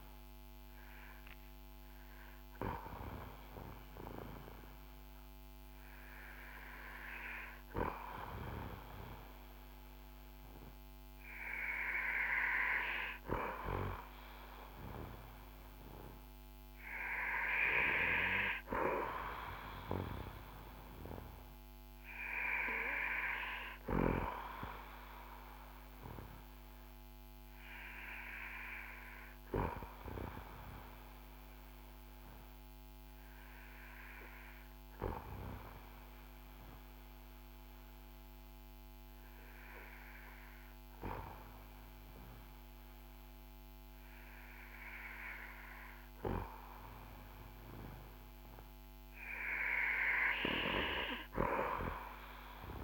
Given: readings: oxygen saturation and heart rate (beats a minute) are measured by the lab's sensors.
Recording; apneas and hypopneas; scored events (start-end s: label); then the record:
breathing in sleep by a microphone on the trachea; 1
30.50-47.00 s: obstructive apnea (oxygen 94% before, 92% lowest, heart rate 52 before, 51 extreme, up 6 after)
48.50-50.50 s: arousal
From the record:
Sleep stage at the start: N2 (light sleep); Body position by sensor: on the back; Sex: male